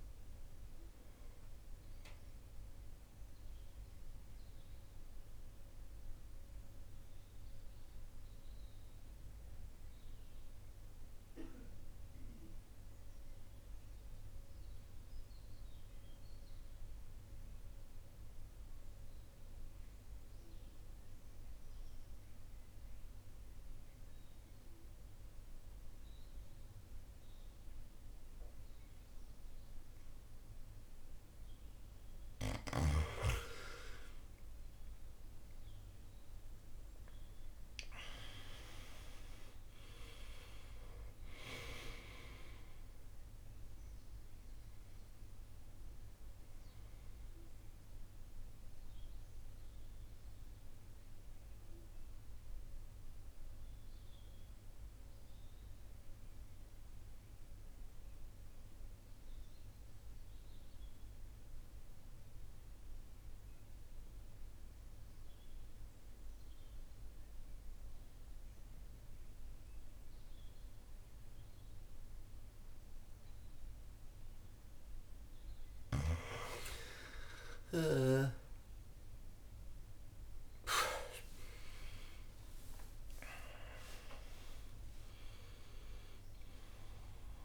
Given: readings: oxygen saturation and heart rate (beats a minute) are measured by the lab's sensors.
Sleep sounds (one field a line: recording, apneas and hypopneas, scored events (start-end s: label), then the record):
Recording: breathing in sleep by a room microphone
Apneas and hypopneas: 2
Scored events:
0.00-21.50 s: oxygen desaturation (device-marked, oxygen 79% lowest, heart rate 48 extreme)
2.00-31.50 s: mixed apnea (oxygen 99% before, 79% lowest, heart rate 68 before, 48 extreme, up 19 after)
28.50-62.50 s: oxygen desaturation (device-marked, oxygen 99% before, 79% lowest, heart rate 54 before, 49 extreme)
33.00-38.00 s: arousal
44.50-74.50 s: mixed apnea (oxygen 99% before, 79% lowest, heart rate 64 before, 49 extreme, up 20 after)
70.50-87.45 s: oxygen desaturation (device-marked, oxygen 99% before, 81% lowest, heart rate 51 before, 50 extreme)
77.50-83.50 s: arousal
From the record:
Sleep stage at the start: N2 (light sleep)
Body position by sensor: on the right side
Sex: male